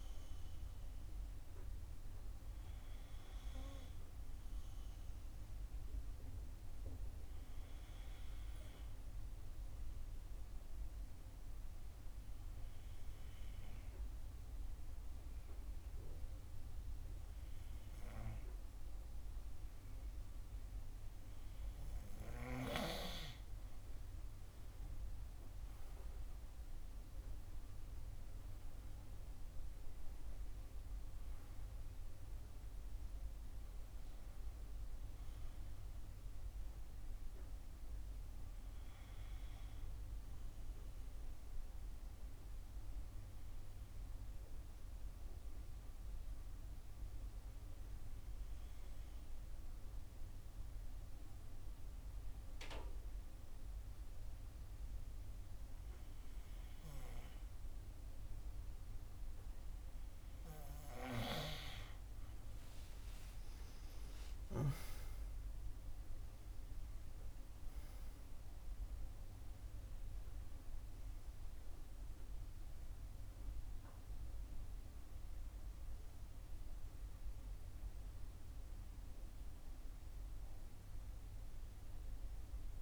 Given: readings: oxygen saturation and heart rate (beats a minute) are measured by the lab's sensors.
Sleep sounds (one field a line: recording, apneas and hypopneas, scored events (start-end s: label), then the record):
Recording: breathing in sleep, hard to hear, by a room microphone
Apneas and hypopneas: 2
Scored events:
3.50-23.00 s: obstructive apnea (oxygen 94% before, 90% lowest, heart rate 60 before, 52 extreme, up 11 after)
26.50-31.50 s: arousal
41.00-59.50 s: obstructive apnea (oxygen 94% before, 90% lowest, heart rate 63 before, 52 extreme, up 9 after)
44.50-59.50 s: oxygen desaturation (device-marked, oxygen 93% before, 90% lowest, heart rate 62 before, 52 extreme)
63.50-68.00 s: arousal
From the record:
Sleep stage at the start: N2 (light sleep)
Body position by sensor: on the back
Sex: female